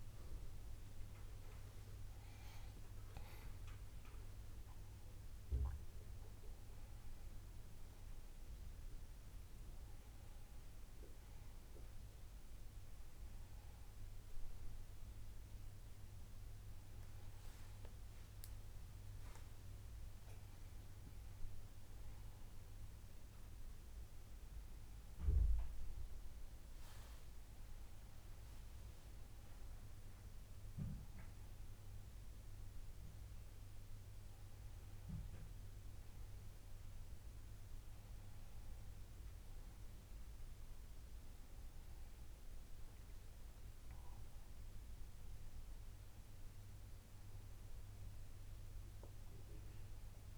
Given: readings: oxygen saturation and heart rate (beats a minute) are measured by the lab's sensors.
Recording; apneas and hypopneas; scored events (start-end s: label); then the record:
a person awake in a sleep study, hard to hear, by a room microphone; none
30.00-50.38 s: new sleep stage, N1 (lightest sleep)
From the record:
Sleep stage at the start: awake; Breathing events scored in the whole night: 185 in 4.1 hours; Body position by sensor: on the back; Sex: male